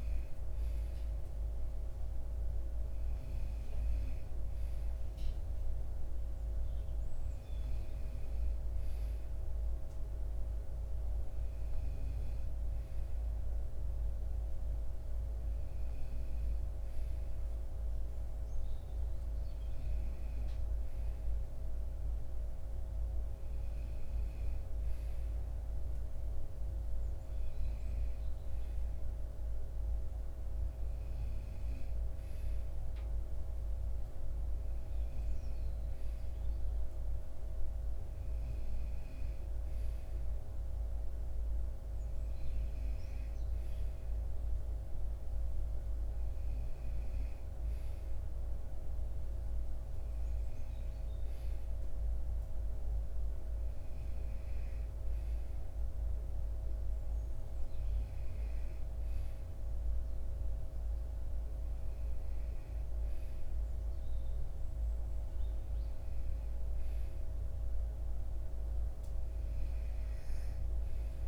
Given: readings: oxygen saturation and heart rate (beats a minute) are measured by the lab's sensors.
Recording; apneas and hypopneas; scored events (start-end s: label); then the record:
breathing in sleep, hard to hear, by a room microphone; none
none scored
From the record:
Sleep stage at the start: N2 (light sleep); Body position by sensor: on the right side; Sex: male